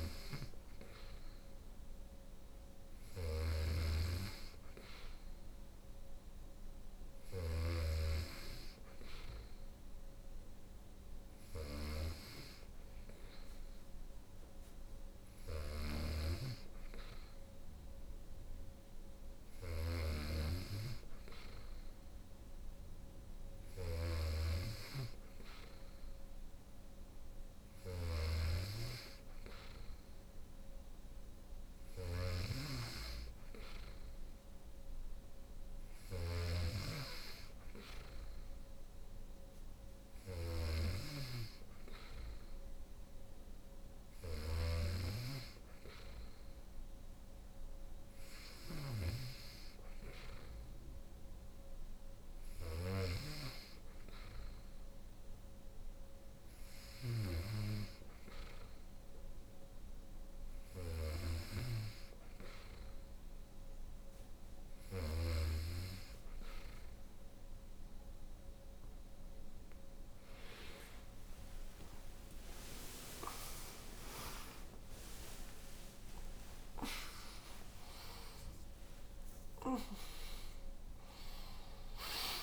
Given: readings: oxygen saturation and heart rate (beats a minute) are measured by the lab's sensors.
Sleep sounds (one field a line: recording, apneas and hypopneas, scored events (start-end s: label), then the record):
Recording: breathing in sleep by a room microphone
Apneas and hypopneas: none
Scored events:
0.00-64.50 s: snoring (device-marked)
65.50-82.43 s: new sleep stage, awake
From the record:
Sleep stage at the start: N3 (deep sleep)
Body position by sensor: on the right side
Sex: female